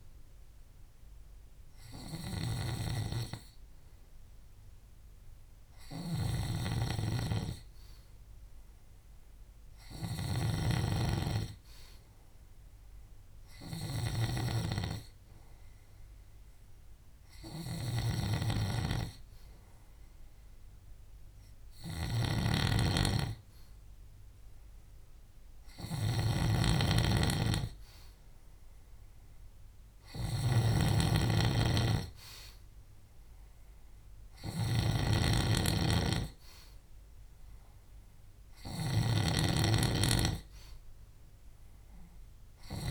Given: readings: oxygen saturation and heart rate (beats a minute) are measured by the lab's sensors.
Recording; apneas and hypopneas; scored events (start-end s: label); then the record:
breathing in sleep by a room microphone; 1
0.00-42.91 s: snoring (device-marked)
6.00-10.00 s: arousal
13.00-26.50 s: hypopnea (oxygen 95% before, 93% lowest, heart rate 69 before, 65 extreme, up 2 after)
28.00-31.50 s: arousal
From the record:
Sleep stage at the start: N2 (light sleep); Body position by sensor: on the back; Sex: male